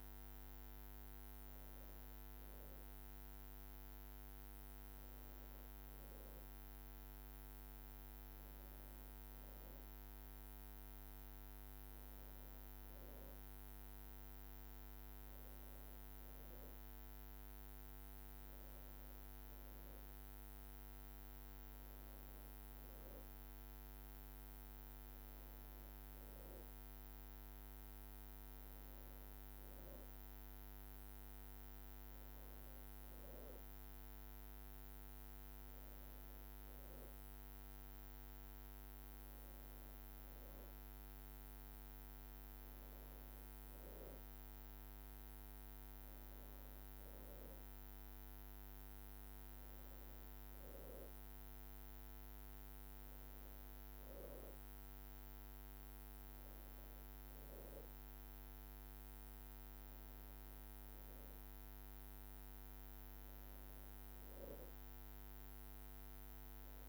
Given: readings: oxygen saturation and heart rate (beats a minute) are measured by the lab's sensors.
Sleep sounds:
breathing in sleep, hard to hear, by a microphone on the trachea; none
none scored
From the record:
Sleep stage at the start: N2 (light sleep); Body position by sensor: on the back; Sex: female

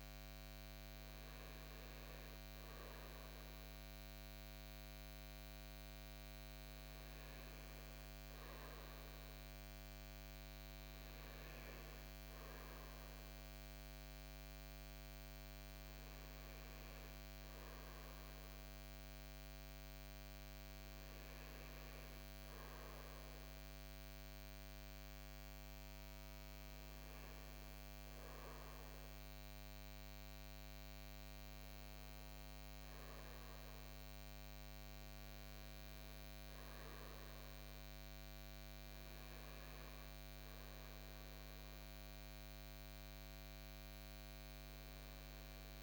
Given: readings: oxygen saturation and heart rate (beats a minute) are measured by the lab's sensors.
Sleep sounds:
breathing in sleep, hard to hear, by a microphone on the trachea; none
none scored
From the record:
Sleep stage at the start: REM sleep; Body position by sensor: on the front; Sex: male

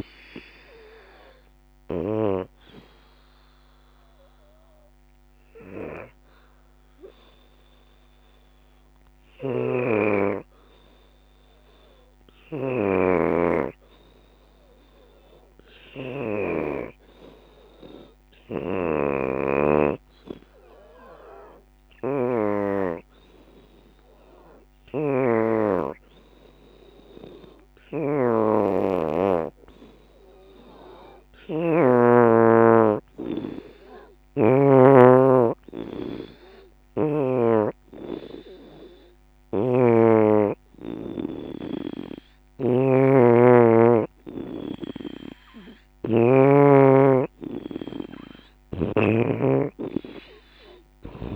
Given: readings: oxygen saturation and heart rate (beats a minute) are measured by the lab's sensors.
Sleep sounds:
breathing in sleep by a microphone on the trachea; 1
0.00-5.00 s: drop in pulse transit time (device-marked, heart rate 74 extreme)
0.00-15.00 s: oxygen desaturation (device-marked, oxygen 81% lowest, heart rate 62 extreme)
4.00-32.50 s: hypopnea (oxygen 92% before, 81% lowest, heart rate 77 before, 63 extreme, up 19 after)
17.00-32.00 s: oxygen desaturation (device-marked, oxygen 94% before, 85% lowest, heart rate 75 before, 69 extreme)
34.00-37.50 s: arousal
34.00-48.00 s: oxygen desaturation (device-marked, oxygen 88% before, 83% lowest, heart rate 76 before, 68 extreme)
From the record:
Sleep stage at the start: N2 (light sleep); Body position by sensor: on the back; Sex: female

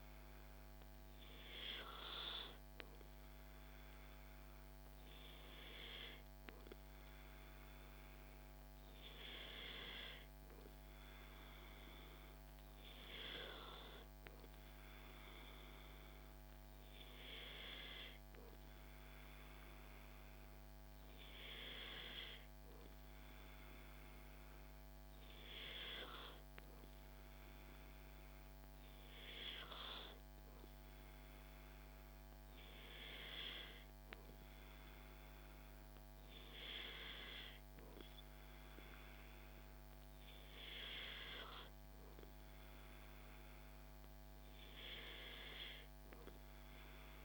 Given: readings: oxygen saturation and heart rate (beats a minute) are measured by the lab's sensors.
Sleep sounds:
breathing in sleep by a microphone on the trachea; none
none scored
From the record:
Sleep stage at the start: N2 (light sleep); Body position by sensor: on the back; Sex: male

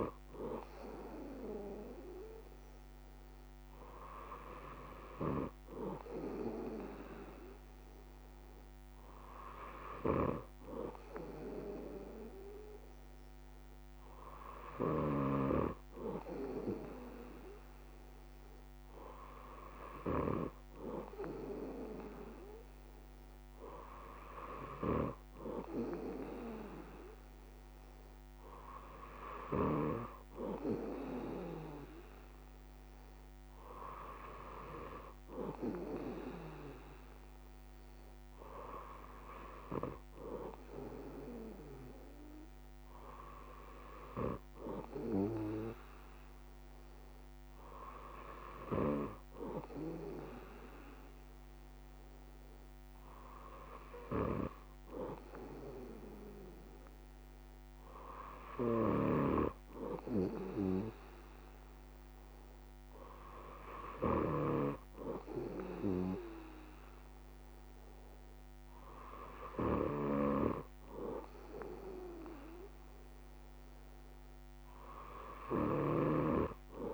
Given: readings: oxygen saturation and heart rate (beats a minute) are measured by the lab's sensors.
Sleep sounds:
breathing in sleep by a microphone on the trachea; none
none scored
From the record:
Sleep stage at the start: N3 (deep sleep); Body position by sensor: on the back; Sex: male

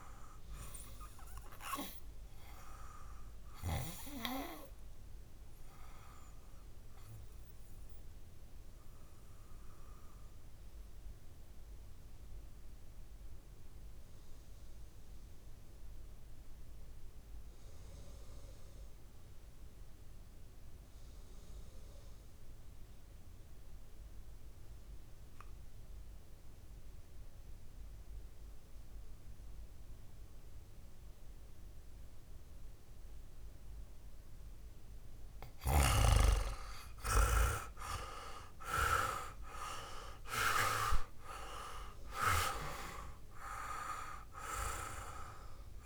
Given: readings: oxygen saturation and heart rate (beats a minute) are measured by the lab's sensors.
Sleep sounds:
breathing in sleep by a room microphone; 1
0.00-18.50 s: oxygen desaturation (device-marked, oxygen 87% lowest, heart rate 55 extreme)
3.00-34.00 s: mixed apnea (oxygen 100% before, 85% lowest, heart rate 60 before, 55 extreme, up 11 after)
33.50-45.86 s: oxygen desaturation (device-marked, oxygen 99% before, 85% lowest, heart rate 58 before, 55 extreme)
37.00-41.00 s: arousal
From the record:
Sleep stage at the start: N2 (light sleep); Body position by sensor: on the back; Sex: male

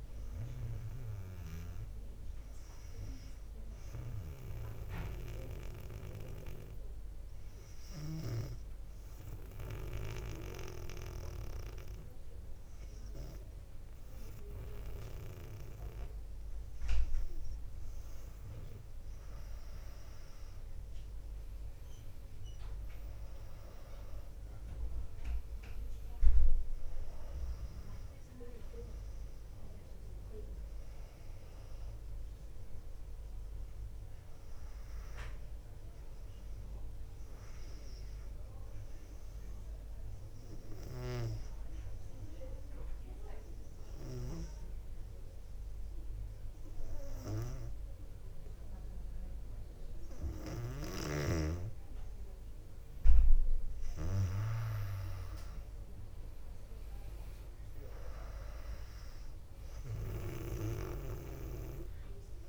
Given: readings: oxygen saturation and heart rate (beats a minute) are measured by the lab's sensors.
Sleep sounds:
breathing in sleep by a room microphone; 2
4.00-18.00 s: obstructive apnea (oxygen 98% before, 95% lowest, heart rate 64 before, 58 extreme, up 3 after)
19.50-23.50 s: arousal
41.00-53.50 s: obstructive apnea (oxygen 99% before, 95% lowest, heart rate 60 before, 58 extreme, up 4 after)
54.50-58.50 s: arousal
60.50-62.49 s: oxygen desaturation (device-marked, oxygen 99% before, 95% lowest, heart rate 59 before, 58 extreme)
From the record:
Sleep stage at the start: N2 (light sleep); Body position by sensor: on the back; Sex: female

